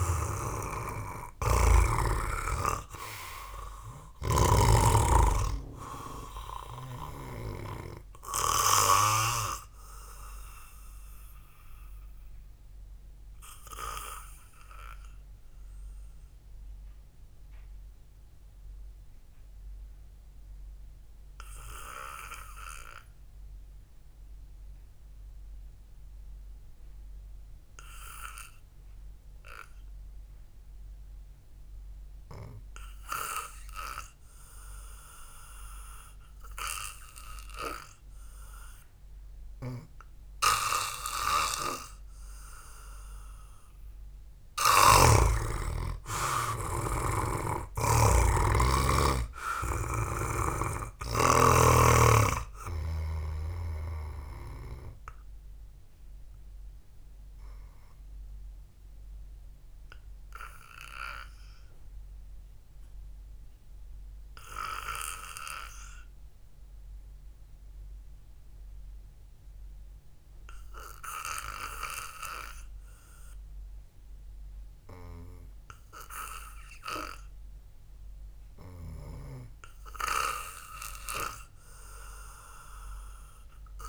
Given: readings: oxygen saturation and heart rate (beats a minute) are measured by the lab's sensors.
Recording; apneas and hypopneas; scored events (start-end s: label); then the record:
breathing in sleep by a room microphone; 2
0.00-1.50 s: arousal
0.00-5.50 s: snoring (device-marked)
10.50-32.50 s: oxygen desaturation (device-marked, oxygen 95% before, 85% lowest, heart rate 55 before, 48 extreme)
14.00-44.50 s: mixed apnea (oxygen 96% before, 85% lowest, heart rate 54 before, 48 extreme)
46.50-51.00 s: arousal
50.50-54.00 s: snoring (device-marked)
50.50-74.50 s: oxygen desaturation (device-marked, oxygen 95% before, 87% lowest, heart rate 59 before, 52 extreme)
57.00-75.50 s: obstructive apnea (oxygen 98% before, 87% lowest, heart rate 55 before, 52 extreme, up 0 after)
77.50-81.50 s: arousal
From the record:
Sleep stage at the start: N2 (light sleep); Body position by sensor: on the back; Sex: male